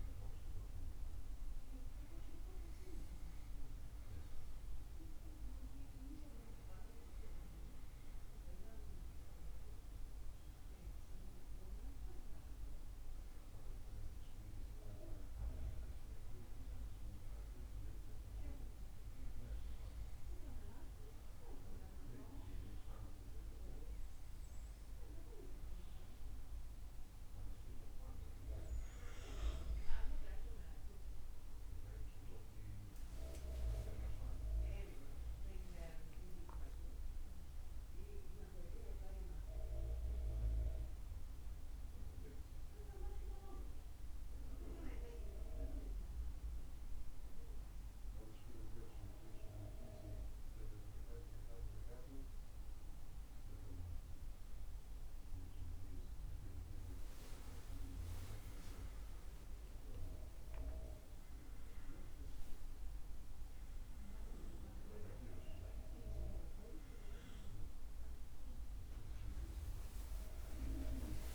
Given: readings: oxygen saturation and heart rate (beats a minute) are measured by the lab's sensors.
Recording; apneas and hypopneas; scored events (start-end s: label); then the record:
breathing in sleep by a room microphone; 1
9.50-13.50 s: arousal
19.00-31.50 s: obstructive apnea (oxygen 97% before, 96% lowest, heart rate 70 before, 70 extreme, up 14 after)
33.50-36.50 s: arousal
55.00-71.35 s: new sleep stage, N1 (lightest sleep)
From the record:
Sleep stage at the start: N2 (light sleep); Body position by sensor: on the back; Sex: male